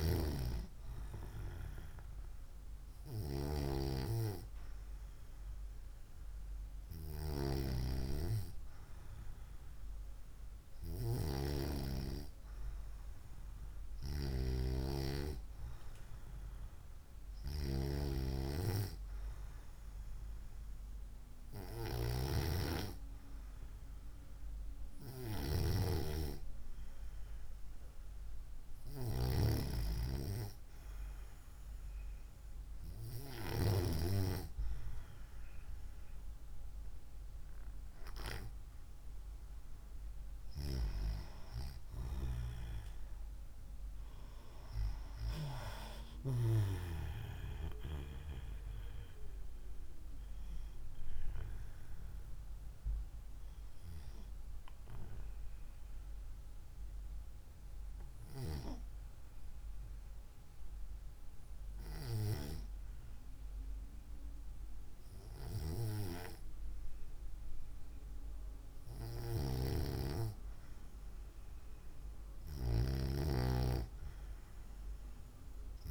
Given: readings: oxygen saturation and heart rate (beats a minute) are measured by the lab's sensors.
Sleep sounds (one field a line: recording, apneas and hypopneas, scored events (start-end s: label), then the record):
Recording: breathing in sleep by a room microphone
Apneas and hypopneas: none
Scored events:
46.50-50.00 s: arousal
From the record:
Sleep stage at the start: N2 (light sleep)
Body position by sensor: on the right side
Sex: female